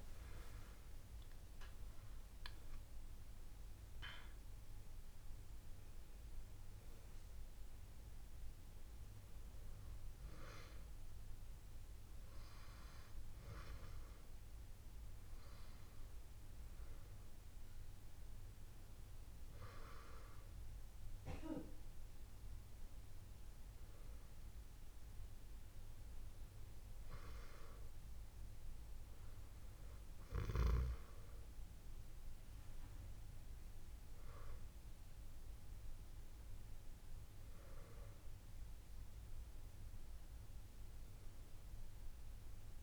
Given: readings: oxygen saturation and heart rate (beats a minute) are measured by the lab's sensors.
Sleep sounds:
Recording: breathing in sleep by a room microphone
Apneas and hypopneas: none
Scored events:
0.00-1.50 s: arousal
25.50-27.50 s: long interval between heartbeats (device-marked)
From the record:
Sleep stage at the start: N1 (lightest sleep)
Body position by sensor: on the back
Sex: female

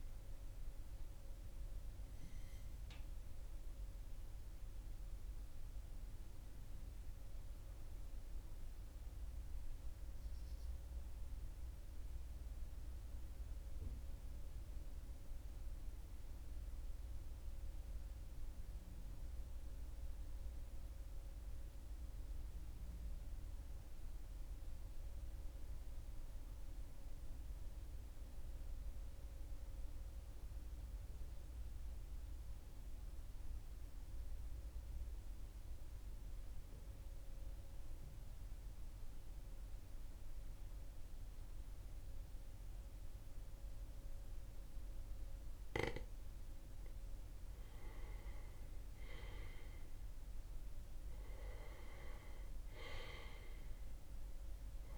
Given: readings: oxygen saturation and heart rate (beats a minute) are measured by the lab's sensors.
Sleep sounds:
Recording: breathing in sleep by a room microphone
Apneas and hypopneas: 1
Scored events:
0.00-13.00 s: oxygen desaturation (device-marked, oxygen 93% lowest, heart rate 39 extreme)
2.00-45.00 s: obstructive apnea (oxygen 98% before, 92% lowest, heart rate 43 before, 39 extreme, up 2 after)
46.00-54.98 s: oxygen desaturation (device-marked, oxygen 99% before, 95% lowest, heart rate 41 before, 39 extreme)
47.00-51.50 s: arousal
From the record:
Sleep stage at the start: N2 (light sleep)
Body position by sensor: on the back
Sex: male

